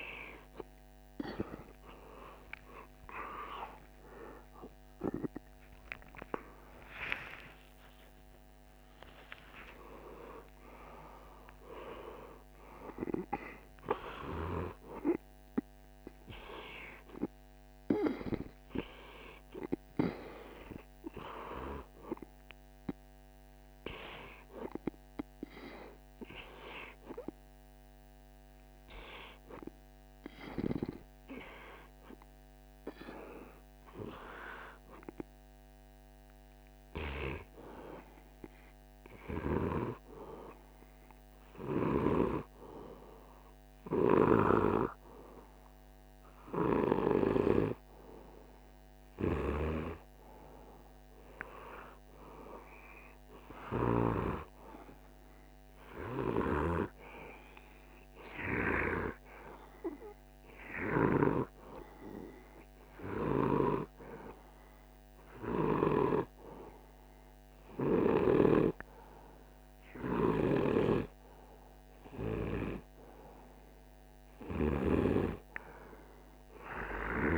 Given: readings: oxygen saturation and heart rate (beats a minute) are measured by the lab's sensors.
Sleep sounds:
breathing in sleep by a microphone on the trachea; 1
0.00-14.50 s: oxygen desaturation (device-marked, oxygen 94% lowest, heart rate 51 extreme)
1.50-7.50 s: arousal
37.00-47.50 s: hypopnea (oxygen 98% before, 96% lowest, heart rate 51 before, 50 extreme, up 2 after)
48.50-53.50 s: snoring (device-marked)
49.00-53.00 s: arousal
55.50-60.50 s: snoring (device-marked)
69.50-74.50 s: snoring (device-marked)
From the record:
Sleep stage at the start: N1 (lightest sleep); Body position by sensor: on the right side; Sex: male

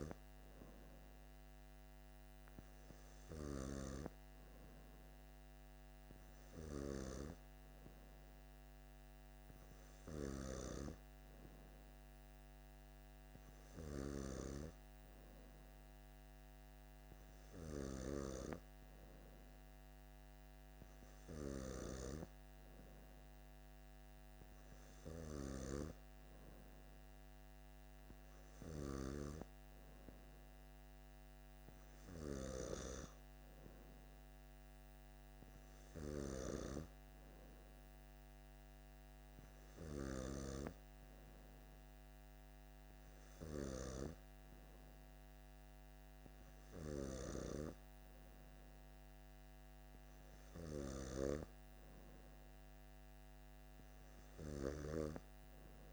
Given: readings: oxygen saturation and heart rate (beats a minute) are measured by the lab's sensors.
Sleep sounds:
breathing in sleep by a microphone on the trachea; none
none scored
From the record:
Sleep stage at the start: N2 (light sleep); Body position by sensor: on the back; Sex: male

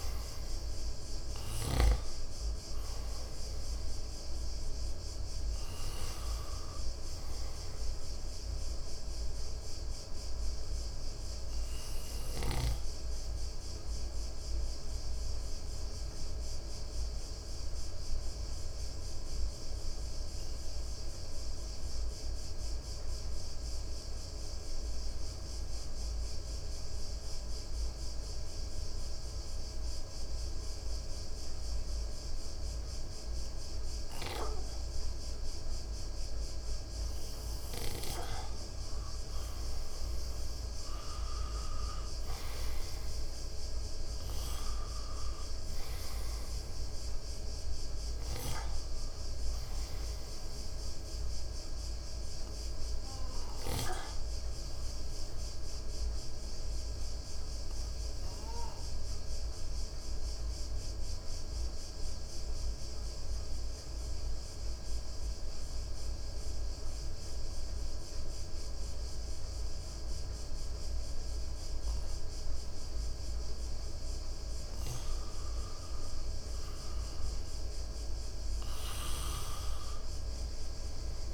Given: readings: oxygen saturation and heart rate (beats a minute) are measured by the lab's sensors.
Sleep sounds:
breathing in sleep, hard to hear, by a room microphone; 2
0.00-19.50 s: oxygen desaturation (device-marked, oxygen 88% lowest, heart rate 57 extreme)
10.00-39.50 s: mixed apnea (oxygen 95% before, 88% lowest, heart rate 65 before, 54 extreme, up 3 after)
36.50-50.50 s: oxygen desaturation (device-marked, oxygen 98% before, 93% lowest, heart rate 58 before, 53 extreme)
41.00-44.00 s: arousal
53.00-76.00 s: mixed apnea (oxygen 99% before, 93% lowest, heart rate 60 before, 53 extreme, up 8 after)
77.50-81.34 s: arousal
From the record:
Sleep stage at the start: N2 (light sleep); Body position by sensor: on the right side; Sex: male

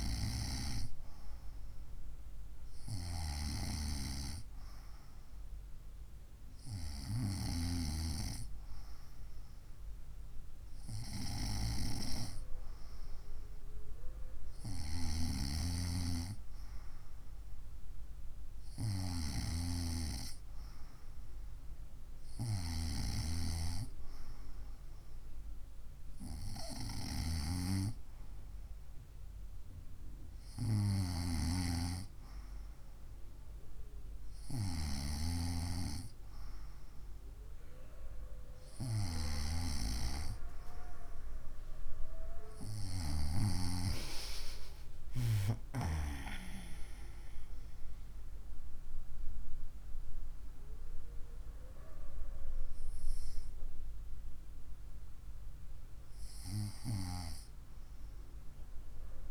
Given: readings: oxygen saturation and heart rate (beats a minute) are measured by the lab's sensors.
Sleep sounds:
breathing in sleep by a room microphone; none
none scored
From the record:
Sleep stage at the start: N2 (light sleep); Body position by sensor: on the right side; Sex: female

